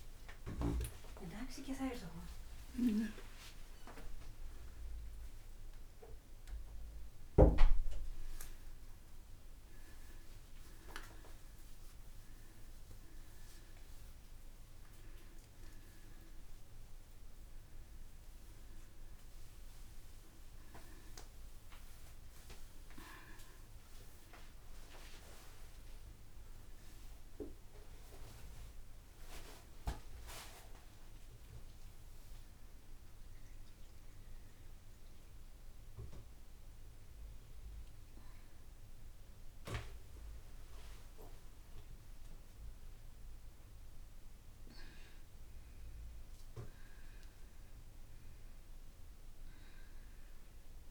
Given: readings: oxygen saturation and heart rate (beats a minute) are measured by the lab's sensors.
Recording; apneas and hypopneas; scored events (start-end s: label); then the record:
a person awake in a sleep study, by a room microphone; none
none scored
From the record:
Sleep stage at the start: awake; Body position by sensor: upright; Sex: female